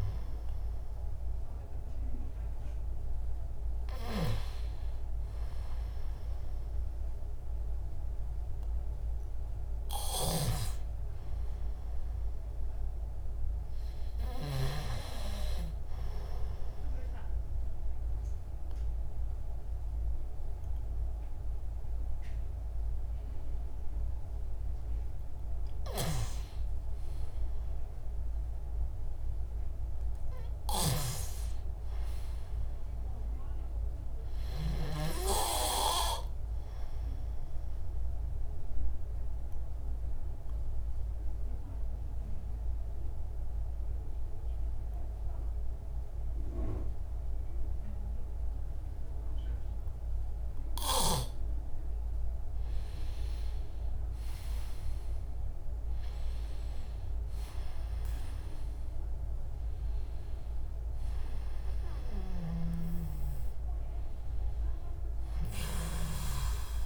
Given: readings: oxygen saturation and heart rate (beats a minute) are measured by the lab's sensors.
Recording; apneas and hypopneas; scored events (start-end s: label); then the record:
breathing in sleep by a room microphone; 2
5.00-10.00 s: arousal
16.00-26.00 s: obstructive apnea (oxygen 97% before, 95% lowest, heart rate 66 before, 38 extreme, up 40 after)
27.50-32.50 s: arousal
36.00-50.00 s: obstructive apnea (oxygen 97% before, 95% lowest)
52.00-56.00 s: arousal
From the record:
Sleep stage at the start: N2 (light sleep); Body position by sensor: on the back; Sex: male